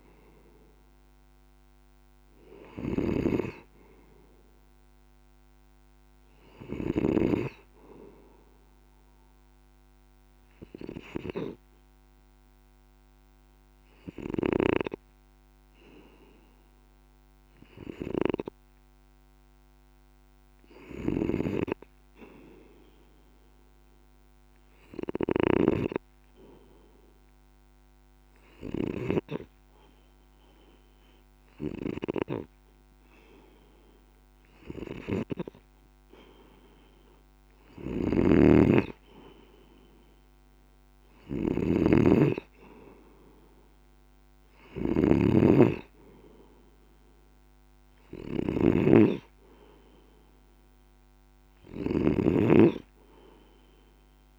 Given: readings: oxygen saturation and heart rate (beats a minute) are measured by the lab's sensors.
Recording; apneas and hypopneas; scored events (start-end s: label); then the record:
breathing in sleep by a microphone on the trachea; 1
0.00-7.00 s: snoring (device-marked)
10.50-33.50 s: hypopnea (oxygen 97% before, 94% lowest, heart rate 51 before, 49 extreme, up 2 after)
20.50-29.00 s: snoring (device-marked)
37.00-40.50 s: arousal
37.50-54.39 s: snoring (device-marked)
From the record:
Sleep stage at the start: N2 (light sleep); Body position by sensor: on the left side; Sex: male